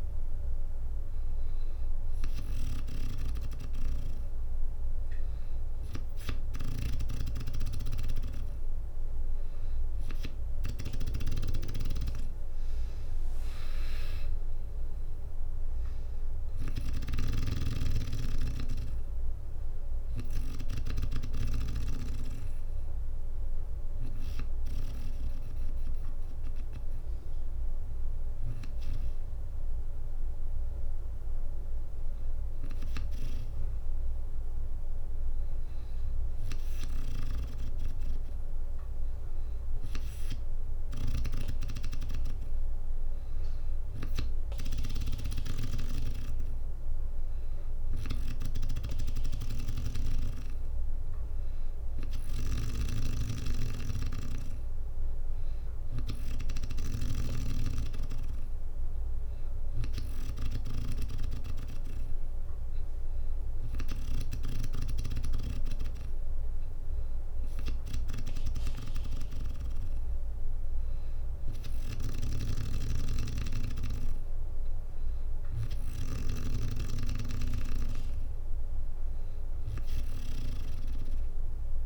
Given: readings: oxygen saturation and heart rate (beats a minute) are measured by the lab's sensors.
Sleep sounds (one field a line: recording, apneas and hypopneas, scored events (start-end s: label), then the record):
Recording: breathing in sleep by a room microphone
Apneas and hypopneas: none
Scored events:
6.00-20.50 s: snoring (device-marked)
10.50-13.00 s: arousal
11.00-13.00 s: long interval between heartbeats (device-marked, heart rate 60 before, 72 extreme)
12.00-27.00 s: drop in pulse transit time (device-marked, heart rate 61 before, 59 extreme)
22.00-28.00 s: bradycardia (device-marked, heart rate 63 before, 59 extreme)
43.00-52.00 s: oxygen desaturation (device-marked, oxygen 98% before, 94% lowest, heart rate 60 before, 61 extreme)
49.00-60.00 s: snoring (device-marked)
71.50-76.00 s: snoring (device-marked)
From the record:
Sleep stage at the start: N2 (light sleep)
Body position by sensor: on the back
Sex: female